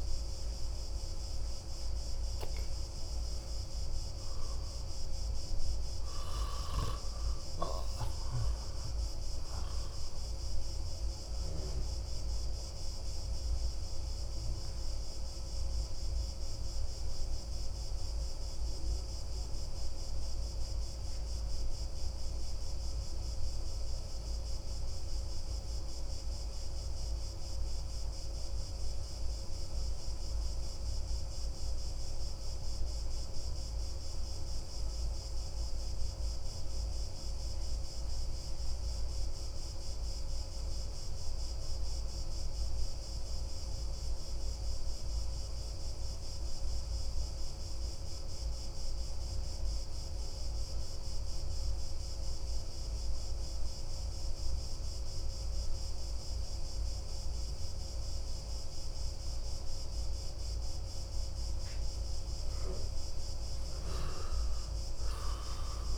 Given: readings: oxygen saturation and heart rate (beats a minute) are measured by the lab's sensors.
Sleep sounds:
breathing in sleep, hard to hear, by a room microphone; 1
0.00-5.00 s: oxygen desaturation (device-marked, oxygen 92% lowest)
10.50-60.50 s: obstructive apnea (oxygen 96% before, 89% lowest)
12.00-32.00 s: oxygen desaturation (device-marked, oxygen 93% before, 90% lowest)
54.00-65.98 s: oxygen desaturation (device-marked, oxygen 97% before, 89% lowest)
63.00-65.98 s: arousal
From the record:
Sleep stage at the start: N2 (light sleep); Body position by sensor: on the back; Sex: male

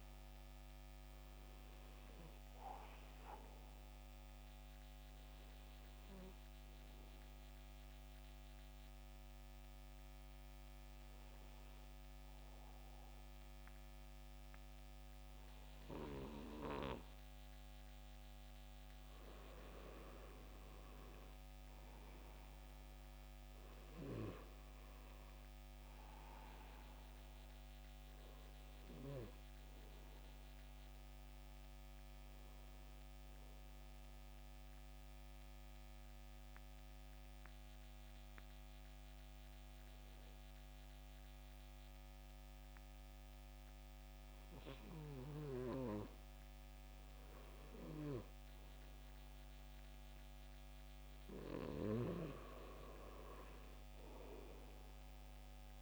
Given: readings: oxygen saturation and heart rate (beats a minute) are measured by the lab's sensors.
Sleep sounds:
breathing in sleep by a microphone on the trachea; 2
0.00-21.50 s: oxygen desaturation (device-marked, oxygen 87% lowest, heart rate 66 extreme)
3.00-17.50 s: obstructive apnea (oxygen 93% before, 86% lowest, heart rate 71 before, 66 extreme, up 10 after)
19.00-24.00 s: arousal
31.50-46.50 s: oxygen desaturation (device-marked, oxygen 90% before, 86% lowest, heart rate 74 before, 67 extreme)
32.50-45.00 s: obstructive apnea (oxygen 90% before, 86% lowest, heart rate 74 before, 67 extreme, up 5 after)
48.00-52.00 s: arousal
From the record:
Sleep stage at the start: N2 (light sleep); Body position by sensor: on the back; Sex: male

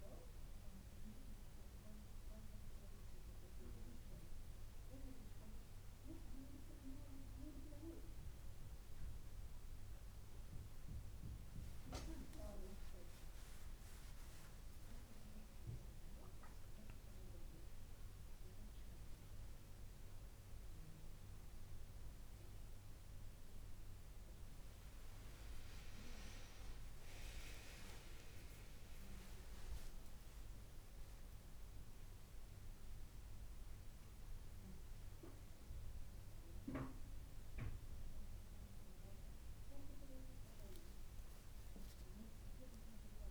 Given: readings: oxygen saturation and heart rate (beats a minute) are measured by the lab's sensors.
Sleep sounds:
breathing in sleep by a room microphone; none
34.50-43.31 s: new sleep stage, awake
From the record:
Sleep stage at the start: N2 (light sleep); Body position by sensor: on the back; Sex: female

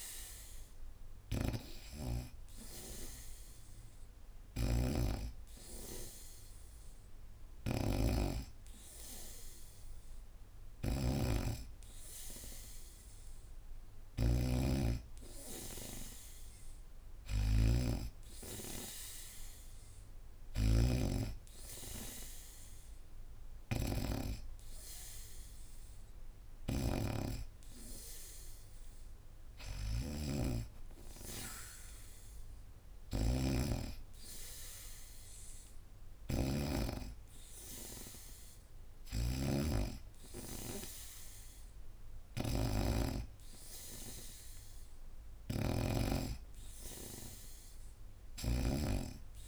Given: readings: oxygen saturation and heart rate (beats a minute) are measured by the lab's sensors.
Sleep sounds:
breathing in sleep by a room microphone; none
0.00-5.00 s: oxygen desaturation (device-marked, oxygen 90% lowest, heart rate 75 extreme)
0.00-20.50 s: snoring (device-marked)
19.00-33.00 s: oxygen desaturation (device-marked, oxygen 96% before, 93% lowest, heart rate 76 before, 73 extreme)
29.50-36.50 s: snoring (device-marked)
38.50-49.48 s: snoring (device-marked)
From the record:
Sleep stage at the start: N2 (light sleep); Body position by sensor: on the back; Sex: female

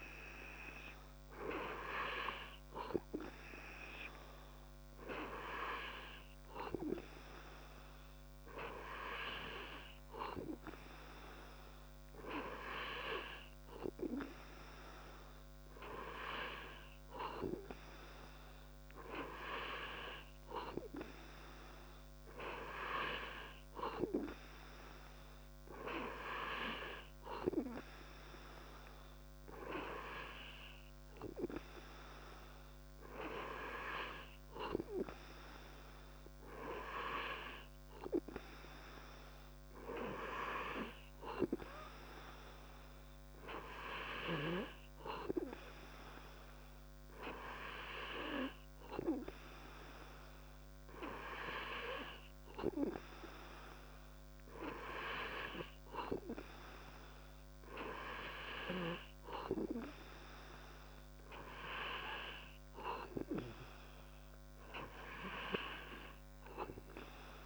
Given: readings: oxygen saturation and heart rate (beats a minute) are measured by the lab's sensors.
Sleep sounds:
breathing in sleep by a microphone on the trachea; none
none scored
From the record:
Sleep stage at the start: N2 (light sleep); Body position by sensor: on the back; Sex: male

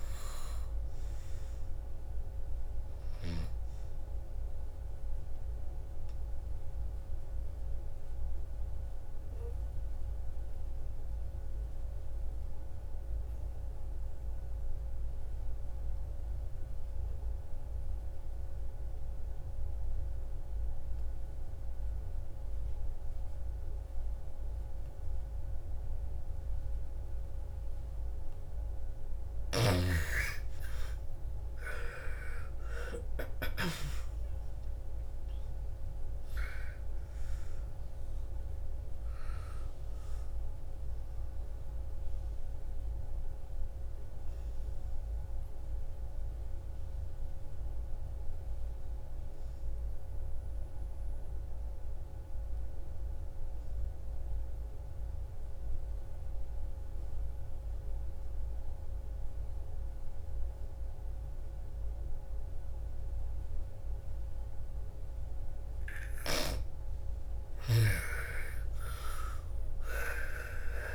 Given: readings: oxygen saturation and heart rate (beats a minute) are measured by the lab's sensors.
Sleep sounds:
breathing in sleep by a room microphone; 2
0.00-12.50 s: oxygen desaturation (device-marked, oxygen 83% lowest, heart rate 55 extreme)
5.00-29.00 s: obstructive apnea (oxygen 99% before, 79% lowest, heart rate 65 before, 54 extreme, up 22 after)
24.50-51.50 s: oxygen desaturation (device-marked, oxygen 99% before, 80% lowest, heart rate 60 before, 54 extreme)
30.50-35.00 s: arousal
41.50-65.50 s: obstructive apnea (oxygen 99% before, 77% lowest, heart rate 64 before, 54 extreme, up 12 after)
64.50-70.95 s: oxygen desaturation (device-marked, oxygen 99% before, 79% lowest, heart rate 57 before, 54 extreme)
69.00-70.95 s: arousal
From the record:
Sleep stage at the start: N2 (light sleep); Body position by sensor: on the back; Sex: female

